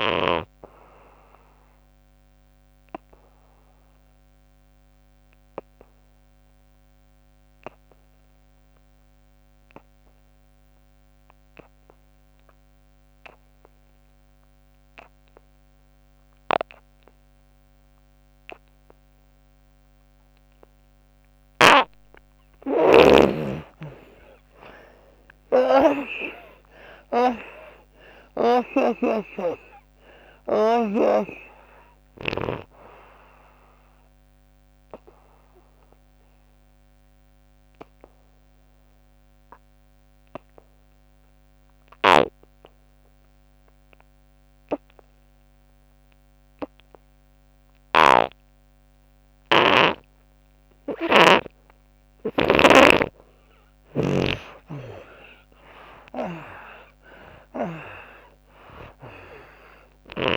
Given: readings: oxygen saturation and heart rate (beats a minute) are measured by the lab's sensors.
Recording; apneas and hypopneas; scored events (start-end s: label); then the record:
breathing in sleep by a microphone on the trachea; 2
0.00-7.50 s: oxygen desaturation (device-marked, oxygen 76% lowest, heart rate 65 extreme)
1.50-20.50 s: obstructive apnea (oxygen 97% before, 71% lowest, heart rate 85 before, 65 extreme, up 41 after)
20.50-50.50 s: oxygen desaturation (device-marked, oxygen 97% before, 71% lowest, heart rate 80 before, 66 extreme)
24.50-27.50 s: arousal
33.50-52.50 s: obstructive apnea (oxygen 97% before, 71% lowest, heart rate 90 before, 65 extreme, up 26 after)
41.50-60.00 s: snoring (device-marked)
52.50-60.37 s: oxygen desaturation (device-marked, oxygen 98% before, 78% lowest, heart rate 82 before, 65 extreme)
53.50-57.00 s: arousal
From the record:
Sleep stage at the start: N2 (light sleep); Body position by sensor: on the back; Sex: female